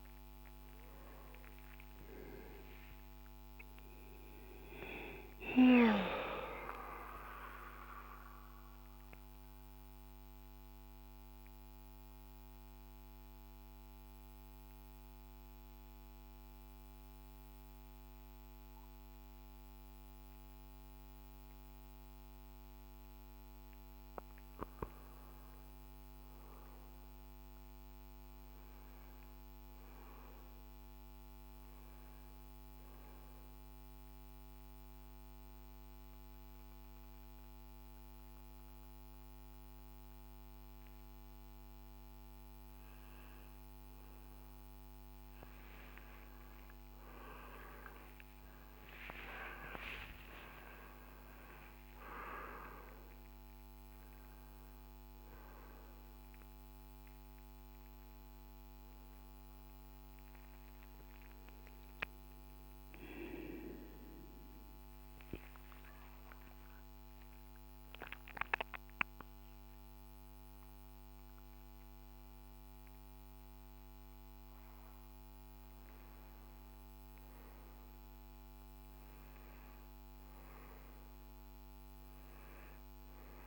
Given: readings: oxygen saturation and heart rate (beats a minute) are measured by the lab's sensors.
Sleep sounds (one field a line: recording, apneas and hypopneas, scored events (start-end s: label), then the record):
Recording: breathing in sleep by a microphone on the trachea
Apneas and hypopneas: 3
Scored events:
0.50-4.50 s: arousal
7.50-23.00 s: central apnea (oxygen 97% before, 89% lowest, heart rate 72 before, 52 extreme, up 8 after)
25.50-30.00 s: arousal
27.50-42.50 s: oxygen desaturation (device-marked, oxygen 99% before, 89% lowest, heart rate 58 before, 56 extreme)
34.00-45.00 s: hypopnea (oxygen 99% before, 89% lowest, heart rate 56 before, 61 extreme, up 19 after)
45.50-50.50 s: arousal
51.50-64.50 s: oxygen desaturation (device-marked, oxygen 97% before, 94% lowest, heart rate 65 before, 54 extreme)
60.50-75.00 s: obstructive apnea (oxygen 97% before, 91% lowest, heart rate 74 before, 54 extreme, up 4 after)
75.50-79.50 s: arousal
80.50-83.47 s: oxygen desaturation (device-marked, oxygen 97% before, 91% lowest, heart rate 67 before, 55 extreme)
From the record:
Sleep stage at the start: N2 (light sleep)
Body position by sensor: on the right side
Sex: male